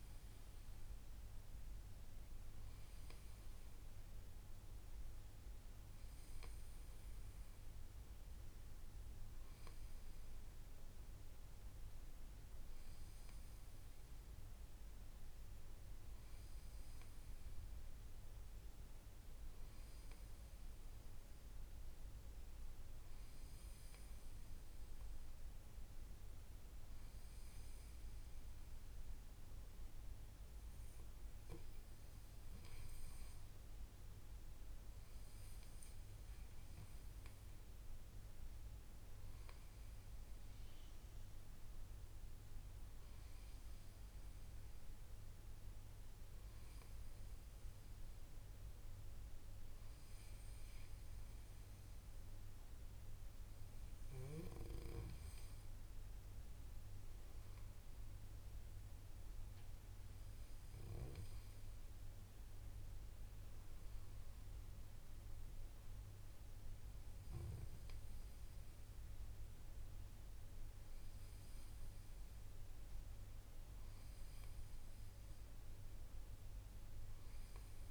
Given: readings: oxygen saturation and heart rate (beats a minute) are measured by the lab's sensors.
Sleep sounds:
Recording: breathing in sleep, hard to hear, by a room microphone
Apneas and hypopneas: none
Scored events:
none scored
From the record:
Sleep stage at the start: N2 (light sleep)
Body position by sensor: on the back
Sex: male

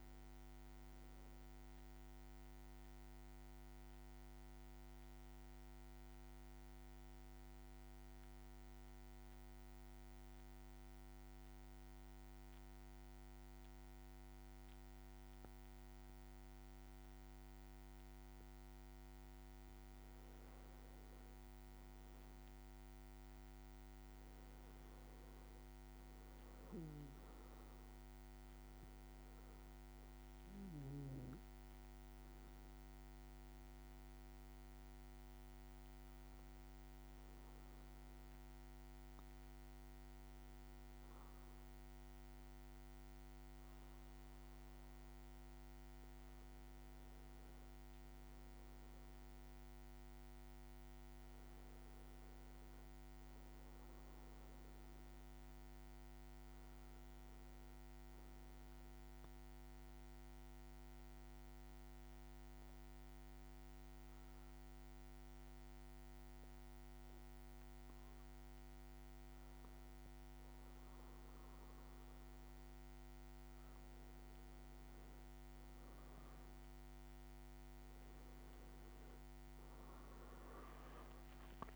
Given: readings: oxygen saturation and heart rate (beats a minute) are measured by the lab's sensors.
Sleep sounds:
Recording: breathing in sleep, hard to hear, by a microphone on the trachea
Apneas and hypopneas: 3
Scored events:
0.00-5.50 s: oxygen desaturation (device-marked, oxygen 94% lowest, heart rate 55 extreme)
7.00-19.50 s: mixed apnea (oxygen 98% before, 94% lowest, heart rate 57 before, 54 extreme, up 3 after)
20.00-24.50 s: leg movement (device-marked)
21.50-25.00 s: arousal
24.50-46.50 s: oxygen desaturation (device-marked, oxygen 99% before, 94% lowest, heart rate 56 before, 54 extreme)
30.00-44.50 s: hypopnea (oxygen 99% before, 94% lowest, heart rate 56 before, 54 extreme, up 3 after)
46.50-48.00 s: leg movement (device-marked)
47.50-52.50 s: arousal
58.00-71.00 s: obstructive apnea (oxygen 98% before, 95% lowest, heart rate 56 before, 54 extreme, up 4 after)
73.50-78.50 s: arousal
74.50-77.00 s: leg movement (device-marked)
From the record:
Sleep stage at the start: N2 (light sleep)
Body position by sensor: on the back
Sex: male

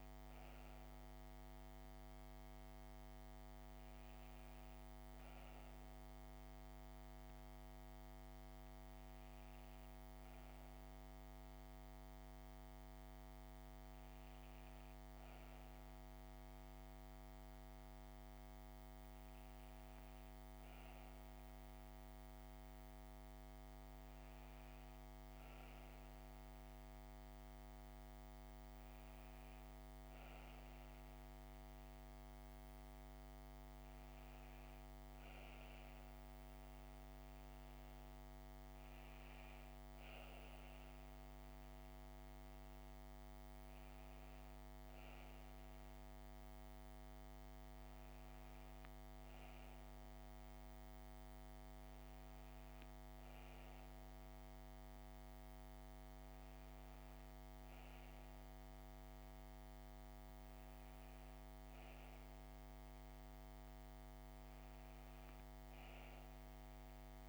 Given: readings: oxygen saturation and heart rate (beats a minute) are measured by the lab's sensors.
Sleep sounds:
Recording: breathing in sleep, hard to hear, by a microphone on the trachea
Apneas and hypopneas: none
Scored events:
none scored
From the record:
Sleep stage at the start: N1 (lightest sleep)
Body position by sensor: on the back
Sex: female

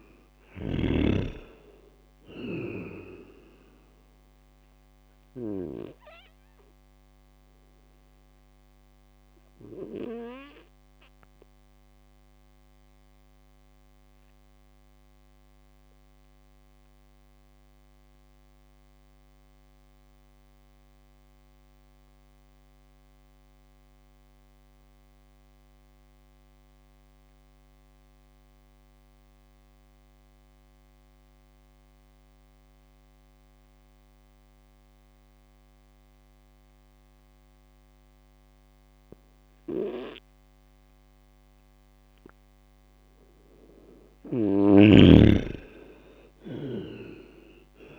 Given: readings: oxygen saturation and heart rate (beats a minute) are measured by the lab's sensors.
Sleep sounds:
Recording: breathing in sleep by a microphone on the trachea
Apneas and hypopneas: 1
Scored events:
6.50-42.50 s: obstructive apnea (oxygen 100% before, 94% lowest)
46.50-47.99 s: arousal
From the record:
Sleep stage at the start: N2 (light sleep)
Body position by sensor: on the right side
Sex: male

